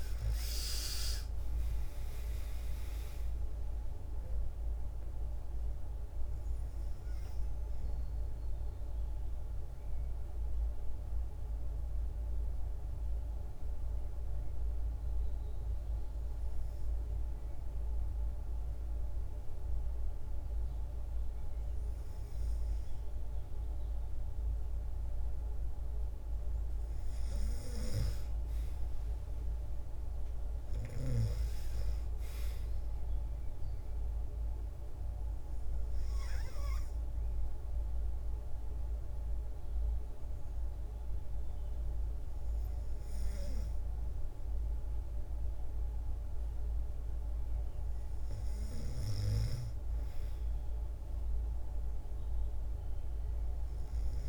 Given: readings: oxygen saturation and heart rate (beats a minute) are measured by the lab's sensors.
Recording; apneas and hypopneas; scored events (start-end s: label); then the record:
breathing in sleep by a room microphone; 2
0.00-4.00 s: arousal
6.00-23.00 s: oxygen desaturation (device-marked, oxygen 96% before, 92% lowest, heart rate 59 before, 50 extreme)
7.00-27.50 s: mixed apnea (oxygen 96% before, 92% lowest, heart rate 59 before, 50 extreme, up 8 after)
27.00-30.50 s: snoring (device-marked)
28.50-31.50 s: arousal
30.00-49.00 s: oxygen desaturation (device-marked, oxygen 98% before, 93% lowest, heart rate 54 before, 53 extreme)
33.00-46.50 s: hypopnea (oxygen 98% before, 93% lowest, heart rate 55 before, 53 extreme, up 1 after)
50.00-54.00 s: arousal
From the record:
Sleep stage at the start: N2 (light sleep); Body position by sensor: on the back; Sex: female